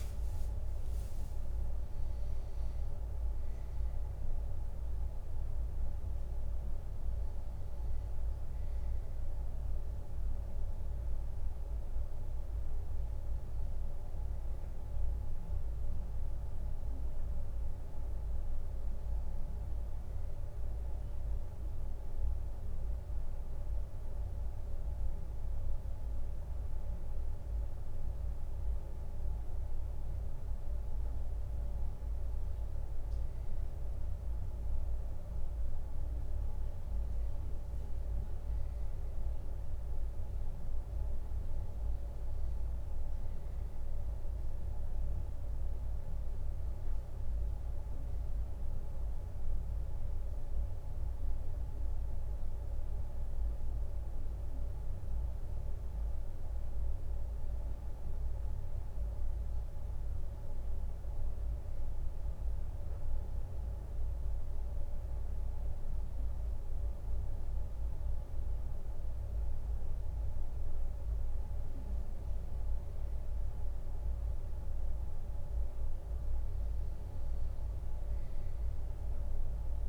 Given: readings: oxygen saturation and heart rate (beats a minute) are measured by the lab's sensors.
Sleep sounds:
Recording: breathing in sleep, hard to hear, by a room microphone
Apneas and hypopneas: none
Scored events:
0.00-2.50 s: leg movement (device-marked)
65.00-79.89 s: new sleep stage, N2 (light sleep)
From the record:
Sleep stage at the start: N1 (lightest sleep)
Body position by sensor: on the right side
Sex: male

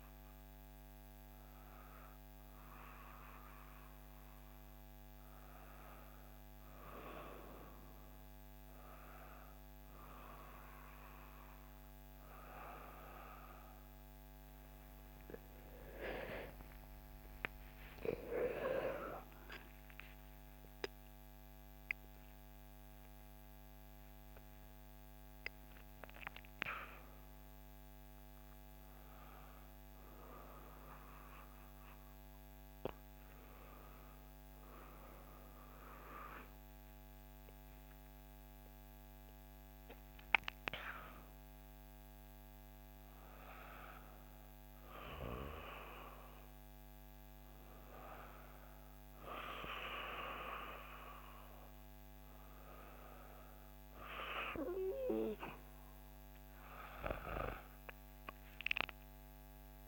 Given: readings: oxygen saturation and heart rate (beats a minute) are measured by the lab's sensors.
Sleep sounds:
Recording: a person awake in a sleep study, by a microphone on the trachea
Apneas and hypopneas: none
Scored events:
none scored
From the record:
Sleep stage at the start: awake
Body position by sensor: on the back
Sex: female

